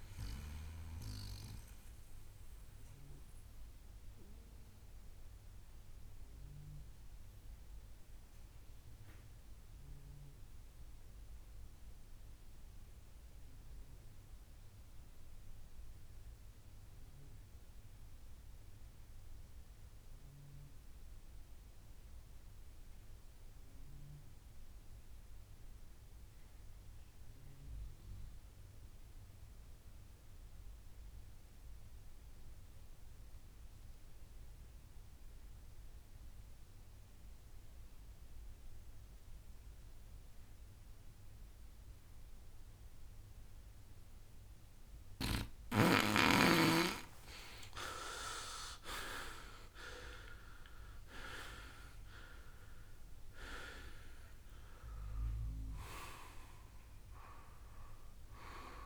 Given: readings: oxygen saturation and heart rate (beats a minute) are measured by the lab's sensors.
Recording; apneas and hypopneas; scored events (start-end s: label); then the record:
breathing in sleep by a room microphone; 1
0.00-6.00 s: oxygen desaturation (device-marked, oxygen 86% lowest, heart rate 60 extreme)
2.50-46.50 s: mixed apnea (oxygen 92% before, 85% lowest, heart rate 79 before, 60 extreme, up 19 after)
8.00-18.00 s: oxygen desaturation (device-marked, oxygen 91% before, 85% lowest, heart rate 76 before, 60 extreme)
38.00-58.86 s: oxygen desaturation (device-marked, oxygen 96% before, 86% lowest, heart rate 67 before, 62 extreme)
49.00-52.50 s: arousal
From the record:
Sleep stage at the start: N2 (light sleep); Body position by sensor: on the right side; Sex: male